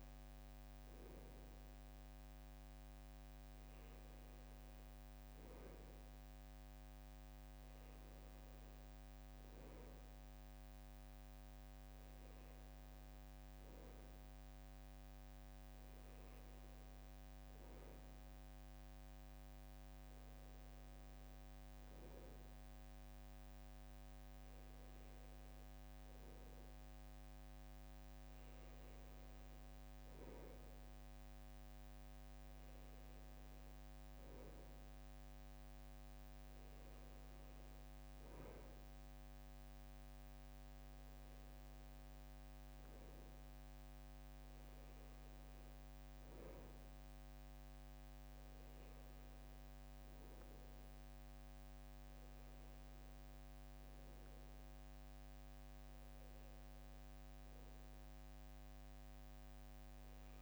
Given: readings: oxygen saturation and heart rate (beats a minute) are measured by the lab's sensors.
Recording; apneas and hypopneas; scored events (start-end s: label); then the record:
a person awake in a sleep study, hard to hear, by a microphone on the trachea; none
none scored
From the record:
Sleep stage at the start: awake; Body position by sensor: on the right side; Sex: male